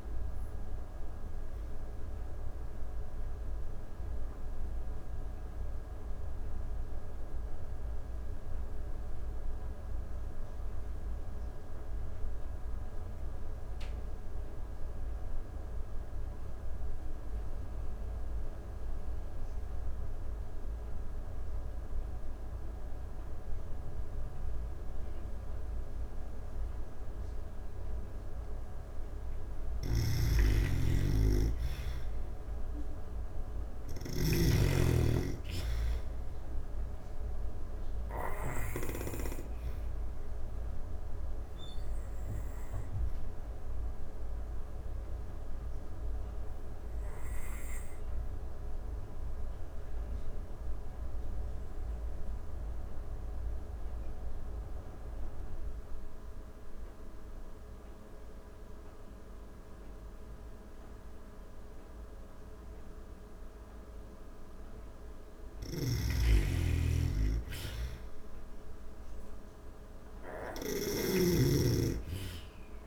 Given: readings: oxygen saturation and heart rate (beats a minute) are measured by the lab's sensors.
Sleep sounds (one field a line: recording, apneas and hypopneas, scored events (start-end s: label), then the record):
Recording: breathing in sleep by a room microphone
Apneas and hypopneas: 2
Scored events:
0.00-21.50 s: oxygen desaturation (device-marked, oxygen 82% lowest)
0.50-27.50 s: obstructive apnea (oxygen 99% before, 82% lowest)
23.50-56.50 s: oxygen desaturation (device-marked, oxygen 99% before, 82% lowest)
28.50-33.50 s: snoring (device-marked)
29.50-34.00 s: arousal
37.50-63.50 s: obstructive apnea (oxygen 99% before, 82% lowest)
62.50-72.87 s: oxygen desaturation (device-marked, oxygen 98% before, 84% lowest)
64.50-70.00 s: snoring (device-marked)
65.50-69.50 s: arousal
From the record:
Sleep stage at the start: N2 (light sleep)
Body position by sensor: on the back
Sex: female